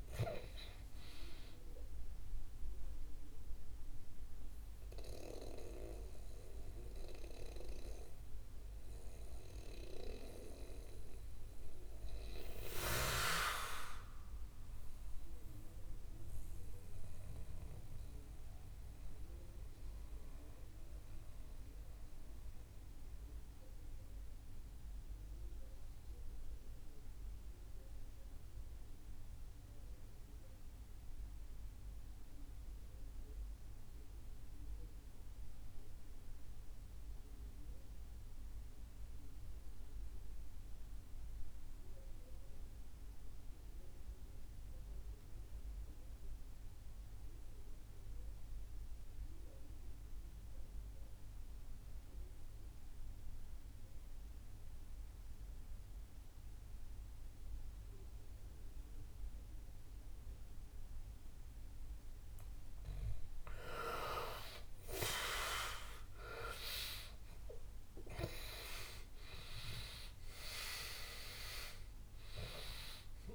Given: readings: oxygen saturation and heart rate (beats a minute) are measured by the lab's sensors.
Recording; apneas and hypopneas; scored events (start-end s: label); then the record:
breathing in sleep by a room microphone; 1
0.00-26.00 s: oxygen desaturation (device-marked, oxygen 84% lowest, heart rate 56 extreme)
4.50-9.50 s: snoring (device-marked)
12.00-61.50 s: mixed apnea (oxygen 95% before, 81% lowest, heart rate 65 before, 58 extreme, up 20 after)
52.00-73.35 s: oxygen desaturation (device-marked, oxygen 97% before, 81% lowest, heart rate 62 before, 60 extreme)
63.00-67.50 s: arousal
From the record:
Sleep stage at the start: REM sleep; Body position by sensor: on the back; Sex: male